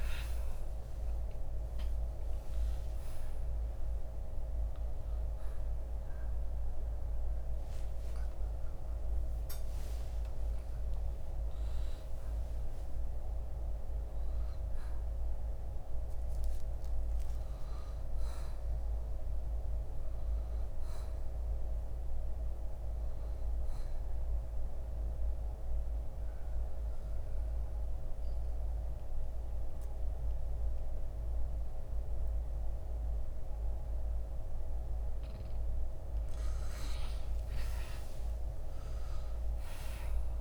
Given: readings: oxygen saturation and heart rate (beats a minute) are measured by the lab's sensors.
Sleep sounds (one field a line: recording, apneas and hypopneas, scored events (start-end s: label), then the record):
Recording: breathing in sleep, hard to hear, by a room microphone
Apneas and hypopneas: 1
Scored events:
0.00-1.00 s: arousal
0.00-1.00 s: oxygen desaturation (device-marked, oxygen 87% lowest, heart rate 59 extreme)
14.00-28.00 s: oxygen desaturation (device-marked, oxygen 94% before, 86% lowest, heart rate 68 before, 57 extreme)
25.50-36.00 s: central apnea (oxygen 94% before, 84% lowest, heart rate 68 before, 57 extreme, up 13 after)
From the record:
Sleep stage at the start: N2 (light sleep)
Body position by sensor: on the right side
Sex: male